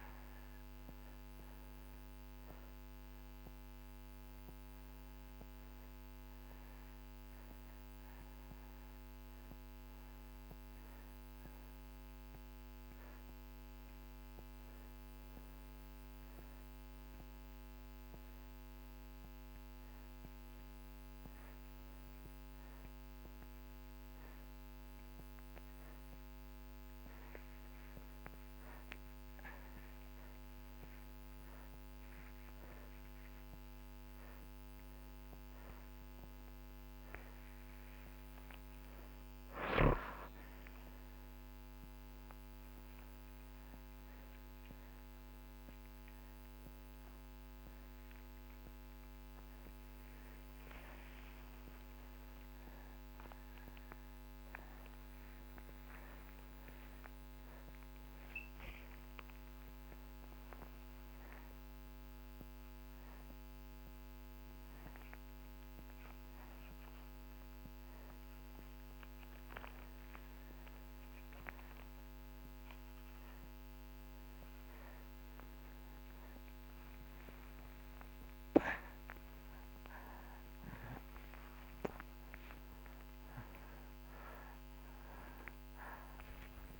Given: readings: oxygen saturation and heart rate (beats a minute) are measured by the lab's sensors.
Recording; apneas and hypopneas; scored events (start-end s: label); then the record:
a person awake in a sleep study, hard to hear, by a microphone on the trachea; none
75.00-79.00 s: oxygen desaturation (device-marked, oxygen 95% before, 92% lowest)
From the record:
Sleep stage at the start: awake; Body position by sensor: upright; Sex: male